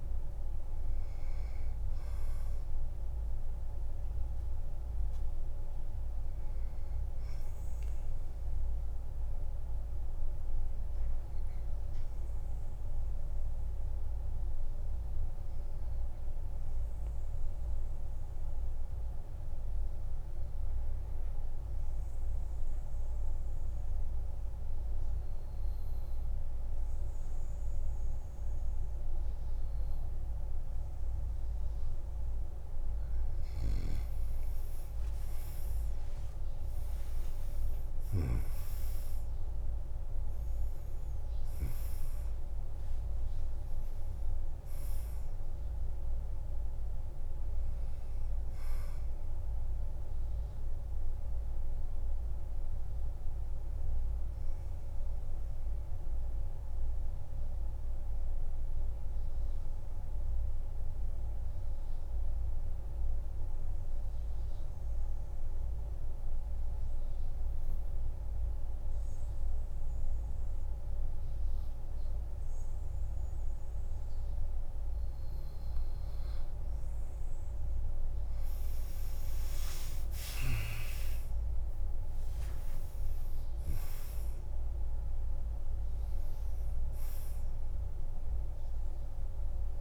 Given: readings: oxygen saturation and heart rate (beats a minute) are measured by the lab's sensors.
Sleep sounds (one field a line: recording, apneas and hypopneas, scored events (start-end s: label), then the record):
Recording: breathing in sleep, hard to hear, by a room microphone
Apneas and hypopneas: 2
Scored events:
0.00-19.00 s: oxygen desaturation (device-marked, oxygen 93% lowest, heart rate 47 extreme)
8.00-31.50 s: obstructive apnea (oxygen 99% before, 92% lowest, heart rate 54 before, 45 extreme, up 14 after)
33.00-66.00 s: oxygen desaturation (device-marked, oxygen 99% before, 92% lowest, heart rate 48 before, 44 extreme)
35.00-38.00 s: arousal
51.00-75.50 s: obstructive apnea (oxygen 99% before, 91% lowest, heart rate 55 before, 44 extreme, up 22 after)
78.00-89.81 s: oxygen desaturation (device-marked, oxygen 99% before, 91% lowest, heart rate 47 before, 45 extreme)
79.50-84.00 s: arousal
80.50-82.50 s: long interval between heartbeats (device-marked, heart rate 48 before, 63 extreme)
From the record:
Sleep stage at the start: N2 (light sleep)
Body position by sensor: on the back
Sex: male